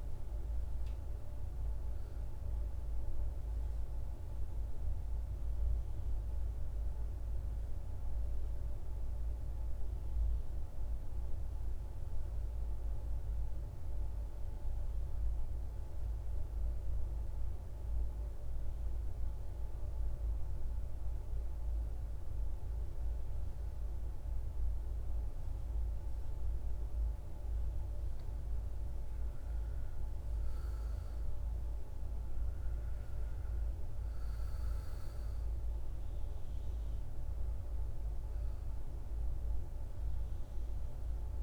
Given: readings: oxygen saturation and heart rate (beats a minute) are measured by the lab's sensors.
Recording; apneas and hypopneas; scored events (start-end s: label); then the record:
breathing in sleep, hard to hear, by a room microphone; 1
0.00-11.00 s: oxygen desaturation (device-marked, oxygen 83% lowest, heart rate 52 extreme)
9.50-28.00 s: mixed apnea (oxygen 97% before, 87% lowest, heart rate 67 before, 52 extreme, up 9 after)
30.00-34.00 s: arousal
31.00-41.43 s: oxygen desaturation (device-marked, oxygen 99% before, 89% lowest, heart rate 54 before, 54 extreme)
From the record:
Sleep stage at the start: N2 (light sleep); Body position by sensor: on the back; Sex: male